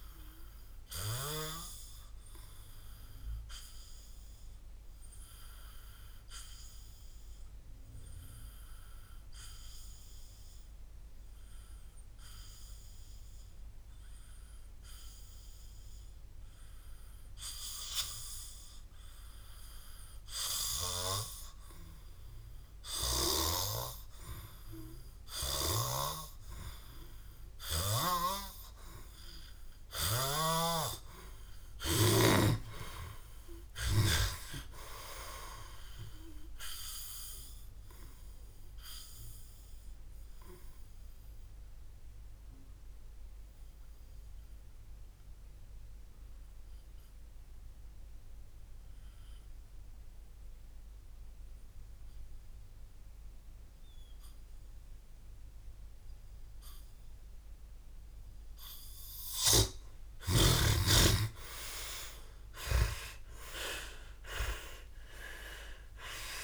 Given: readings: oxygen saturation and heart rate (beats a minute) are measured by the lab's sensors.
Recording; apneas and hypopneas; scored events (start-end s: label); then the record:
breathing in sleep by a room microphone; 2
0.00-3.00 s: oxygen desaturation (device-marked, oxygen 93% lowest, heart rate 54 extreme)
4.00-21.00 s: obstructive apnea (oxygen 97% before, 91% lowest, heart rate 67 before, 54 extreme, up 0 after)
19.00-27.00 s: oxygen desaturation (device-marked, oxygen 98% before, 93% lowest, heart rate 60 before, 54 extreme)
25.50-34.00 s: snoring (device-marked)
32.00-35.50 s: arousal
39.00-48.00 s: oxygen desaturation (device-marked, oxygen 98% before, 92% lowest, heart rate 68 before, 56 extreme)
42.00-58.50 s: obstructive apnea (oxygen 98% before, 91% lowest, heart rate 69 before, 55 extreme, up 52 after)
61.00-66.00 s: arousal
From the record:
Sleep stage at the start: N2 (light sleep); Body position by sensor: on the back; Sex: male